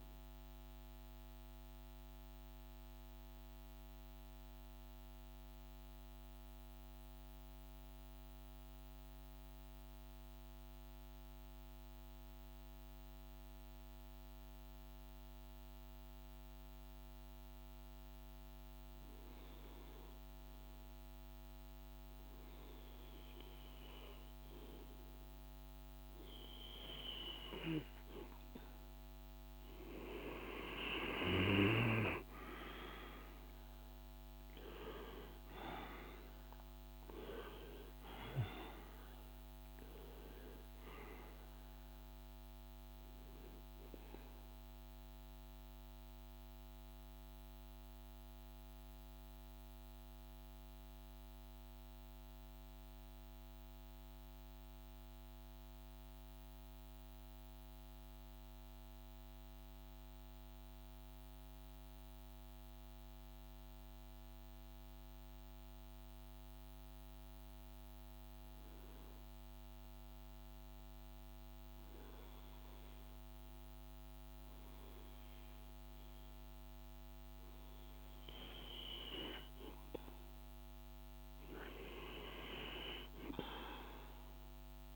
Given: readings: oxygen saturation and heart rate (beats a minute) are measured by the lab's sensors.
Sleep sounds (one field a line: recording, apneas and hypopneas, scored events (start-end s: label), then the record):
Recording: breathing in sleep by a microphone on the trachea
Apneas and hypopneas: 2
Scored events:
0.00-6.50 s: oxygen desaturation (device-marked, oxygen 92% lowest, heart rate 49 extreme)
2.50-22.50 s: hypopnea (oxygen 98% before, 91% lowest, heart rate 57 before, 50 extreme, up 2 after)
21.50-54.50 s: oxygen desaturation (device-marked, oxygen 99% before, 91% lowest, heart rate 51 before, 50 extreme)
30.50-34.50 s: arousal
44.00-67.50 s: central apnea (oxygen 99% before, 92% lowest, heart rate 56 before, 50 extreme, up 4 after)
69.00-73.50 s: arousal
69.50-84.95 s: oxygen desaturation (device-marked, oxygen 100% before, 92% lowest, heart rate 51 before, 51 extreme)
From the record:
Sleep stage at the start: N2 (light sleep)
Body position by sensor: on the right side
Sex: male